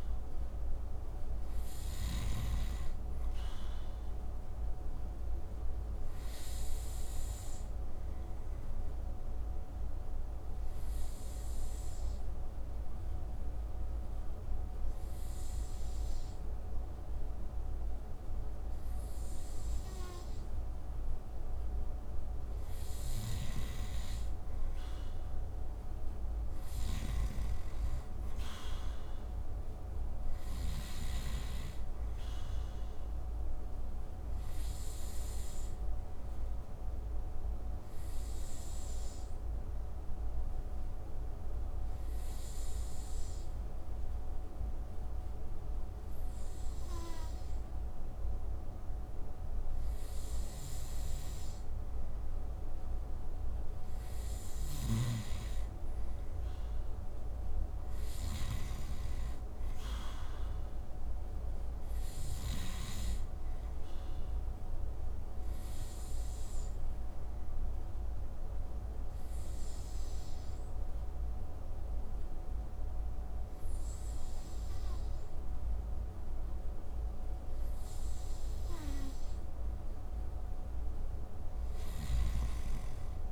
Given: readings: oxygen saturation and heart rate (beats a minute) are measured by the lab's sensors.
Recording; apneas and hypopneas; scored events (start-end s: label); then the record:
breathing in sleep, hard to hear, by a room microphone; 3
0.00-1.50 s: snoring (device-marked)
0.00-2.50 s: arousal
7.00-21.50 s: obstructive apnea (oxygen 93% before, 89% lowest)
22.50-30.00 s: snoring (device-marked)
23.50-26.50 s: arousal
33.00-49.00 s: oxygen desaturation (device-marked, oxygen 93% before, 89% lowest)
35.00-51.00 s: obstructive apnea (oxygen 93% before, 89% lowest)
53.00-56.50 s: arousal
54.00-62.00 s: snoring (device-marked)
60.00-78.00 s: oxygen desaturation (device-marked, oxygen 95% before, 90% lowest)
64.00-79.00 s: obstructive apnea (oxygen 95% before, 89% lowest)
81.00-83.32 s: snoring (device-marked)
82.00-83.32 s: arousal
From the record:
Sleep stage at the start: N2 (light sleep); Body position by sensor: on the right side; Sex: male